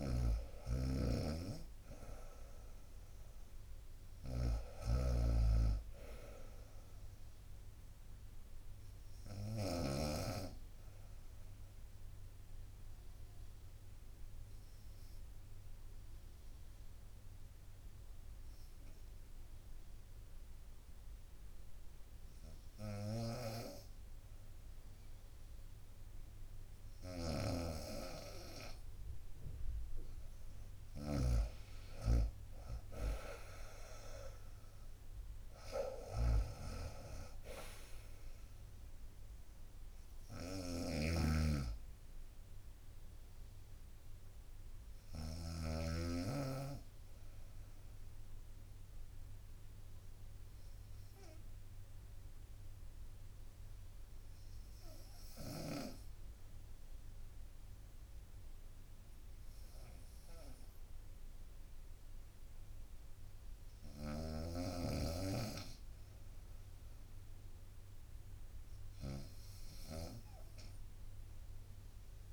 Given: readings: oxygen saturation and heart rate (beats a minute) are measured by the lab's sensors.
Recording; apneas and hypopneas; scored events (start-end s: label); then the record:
breathing in sleep by a room microphone; 2
0.00-1.00 s: arousal
0.00-10.00 s: snoring (device-marked)
9.50-29.50 s: obstructive apnea (oxygen 96% before, 91% lowest, heart rate 66 before, 61 extreme, up 6 after)
10.00-17.00 s: oxygen desaturation (device-marked, oxygen 96% before, 93% lowest, heart rate 66 before, 61 extreme)
23.00-45.50 s: snoring (device-marked)
32.00-45.00 s: drop in pulse transit time (device-marked, heart rate 63 before, 65 extreme)
33.00-35.50 s: arousal
36.00-57.00 s: oxygen desaturation (device-marked, oxygen 96% before, 91% lowest, heart rate 63 before, 58 extreme)
49.00-65.50 s: obstructive apnea (oxygen 96% before, 86% lowest, heart rate 66 before, 58 extreme, up 0 after)
64.00-70.00 s: snoring (device-marked)
67.50-70.50 s: arousal
From the record:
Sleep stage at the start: N2 (light sleep); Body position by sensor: on the right side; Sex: female